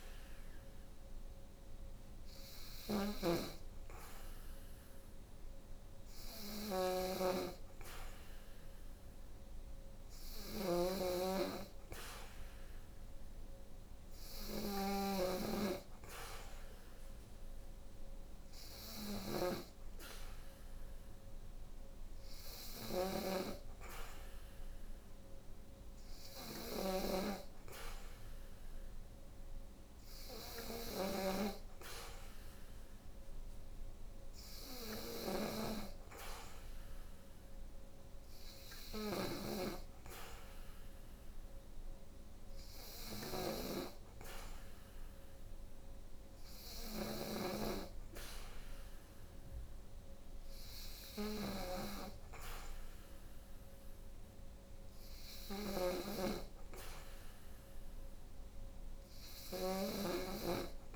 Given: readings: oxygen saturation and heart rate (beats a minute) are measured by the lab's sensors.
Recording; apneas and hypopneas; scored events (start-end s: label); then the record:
breathing in sleep by a room microphone; none
0.00-60.96 s: snoring (device-marked)
From the record:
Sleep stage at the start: N3 (deep sleep); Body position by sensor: on the back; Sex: female